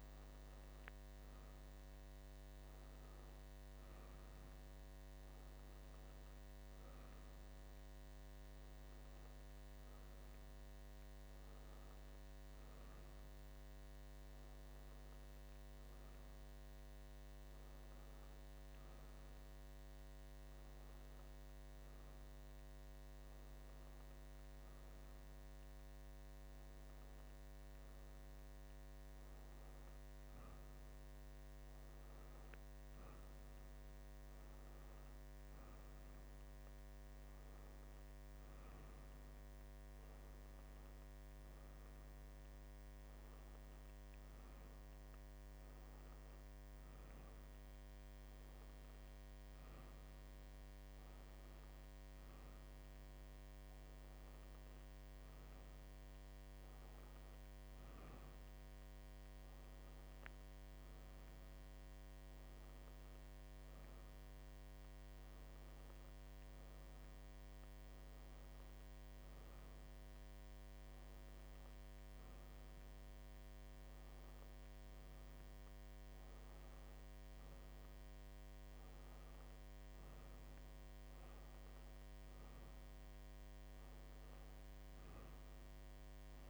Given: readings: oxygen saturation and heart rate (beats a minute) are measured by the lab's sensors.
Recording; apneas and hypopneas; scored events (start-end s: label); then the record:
breathing in sleep, hard to hear, by a microphone on the trachea; none
21.50-86.50 s: new sleep stage, N2 (light sleep)
From the record:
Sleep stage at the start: N1 (lightest sleep); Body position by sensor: on the right side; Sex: female